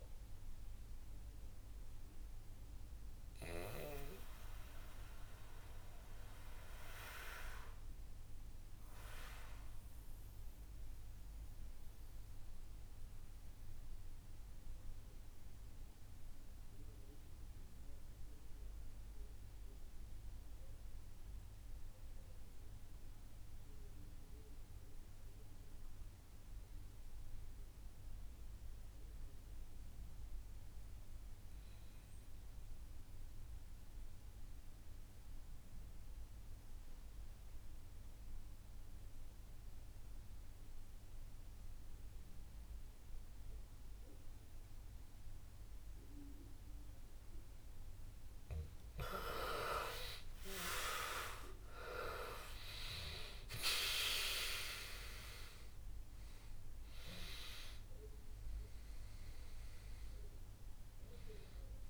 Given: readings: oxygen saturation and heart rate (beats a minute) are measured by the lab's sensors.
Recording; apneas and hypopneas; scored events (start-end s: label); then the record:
breathing in sleep by a room microphone; 1
0.00-19.50 s: oxygen desaturation (device-marked, oxygen 81% lowest, heart rate 60 extreme)
2.00-45.50 s: mixed apnea (oxygen 96% before, 81% lowest, heart rate 69 before, 59 extreme, up 14 after)
44.50-61.90 s: oxygen desaturation (device-marked, oxygen 96% before, 83% lowest, heart rate 65 before, 59 extreme)
48.50-53.00 s: arousal
From the record:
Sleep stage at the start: REM sleep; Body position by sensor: on the back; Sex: male